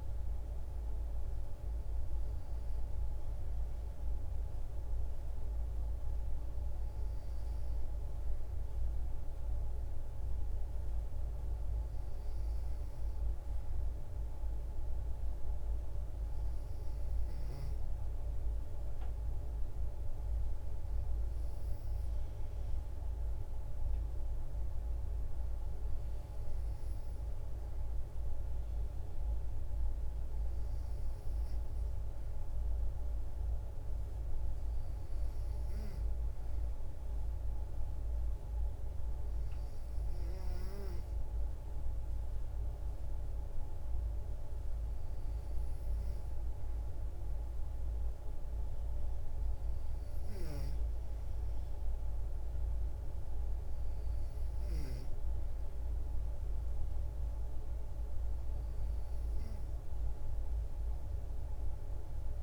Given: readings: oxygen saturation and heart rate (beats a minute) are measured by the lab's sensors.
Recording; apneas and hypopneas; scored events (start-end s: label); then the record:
breathing in sleep, hard to hear, by a room microphone; none
none scored
From the record:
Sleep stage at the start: N2 (light sleep); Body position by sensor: on the back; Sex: female